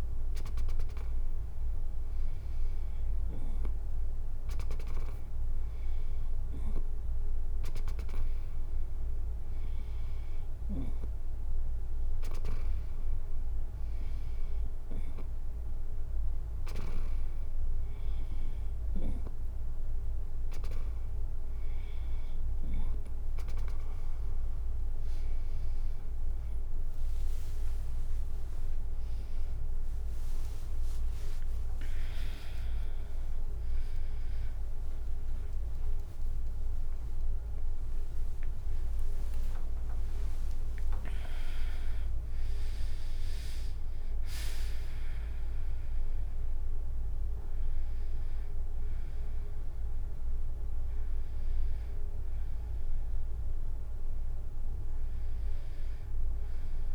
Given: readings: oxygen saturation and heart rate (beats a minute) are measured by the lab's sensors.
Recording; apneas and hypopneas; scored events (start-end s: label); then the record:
a person awake in a sleep study, by a room microphone; none
17.50-56.94 s: new sleep stage, awake
29.50-50.50 s: drop in pulse transit time (device-marked, heart rate 72 before, 69 extreme)
37.50-43.50 s: tachycardia (device-marked, heart rate 78 before, 116 extreme)
From the record:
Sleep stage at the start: N2 (light sleep); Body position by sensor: on the right side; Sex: female